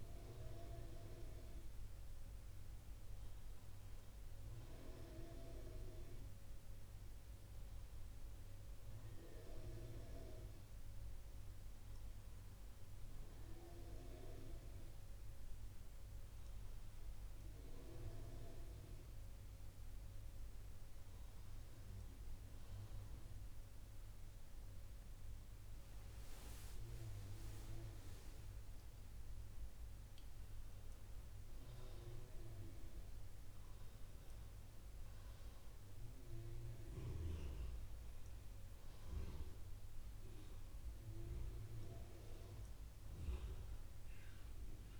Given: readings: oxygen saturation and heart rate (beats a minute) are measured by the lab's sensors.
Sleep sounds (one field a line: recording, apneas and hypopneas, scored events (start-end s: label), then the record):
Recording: breathing in sleep by a room microphone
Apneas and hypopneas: none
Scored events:
14.00-45.00 s: new sleep stage, N2 (light sleep)
38.00-45.00 s: oxygen desaturation (device-marked, oxygen 91% before, 88% lowest, heart rate 64 before, 62 extreme)
From the record:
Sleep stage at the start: N1 (lightest sleep)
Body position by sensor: on the right side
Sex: female